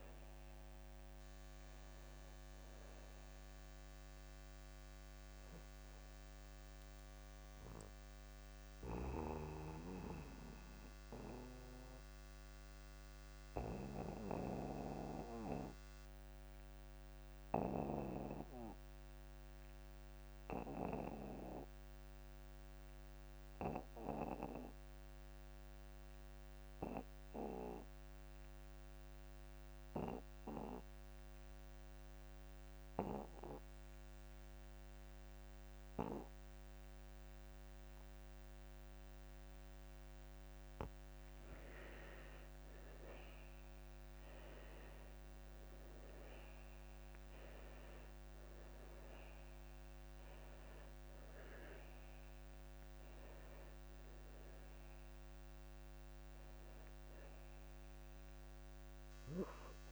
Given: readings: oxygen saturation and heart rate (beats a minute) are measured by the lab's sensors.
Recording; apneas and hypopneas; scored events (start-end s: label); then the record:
breathing in sleep by a microphone on the trachea; 1
0.00-20.50 s: oxygen desaturation (device-marked, oxygen 85% lowest)
7.50-39.50 s: obstructive apnea (oxygen 99% before, 79% lowest)
30.50-59.92 s: oxygen desaturation (device-marked, oxygen 99% before, 79% lowest)
42.50-47.00 s: arousal
From the record:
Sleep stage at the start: N2 (light sleep); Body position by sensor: on the back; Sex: male